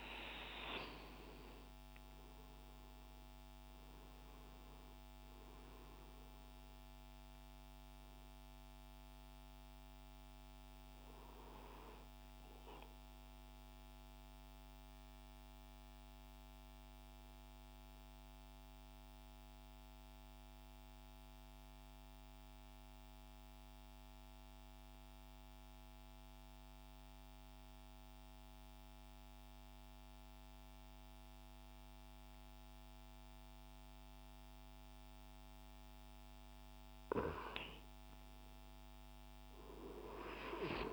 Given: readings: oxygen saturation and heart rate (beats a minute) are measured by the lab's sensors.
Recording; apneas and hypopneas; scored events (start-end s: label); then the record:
breathing in sleep by a microphone on the trachea; 1
13.00-36.50 s: obstructive apnea (oxygen 96% before, 90% lowest, heart rate 100 before, 36 extreme)
37.00-40.93 s: oxygen desaturation (device-marked, oxygen 96% before, 90% lowest, heart rate 78 before, 48 extreme)
38.50-40.93 s: arousal
From the record:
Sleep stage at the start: N2 (light sleep); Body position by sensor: on the right side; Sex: male